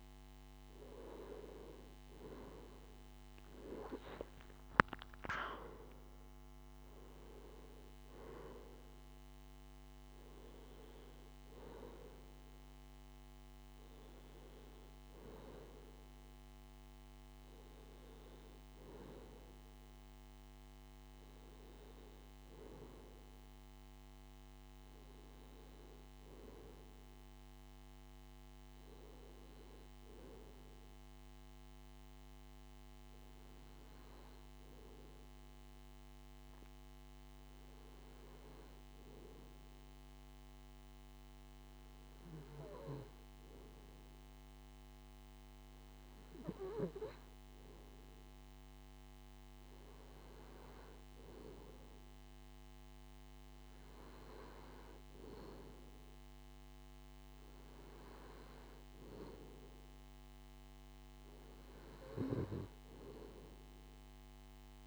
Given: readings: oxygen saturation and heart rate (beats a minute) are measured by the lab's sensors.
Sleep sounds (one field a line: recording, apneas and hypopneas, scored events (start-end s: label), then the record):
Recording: breathing in sleep by a microphone on the trachea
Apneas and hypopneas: none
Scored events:
2.00-6.00 s: arousal
From the record:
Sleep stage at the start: N2 (light sleep)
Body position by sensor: on the left side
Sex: male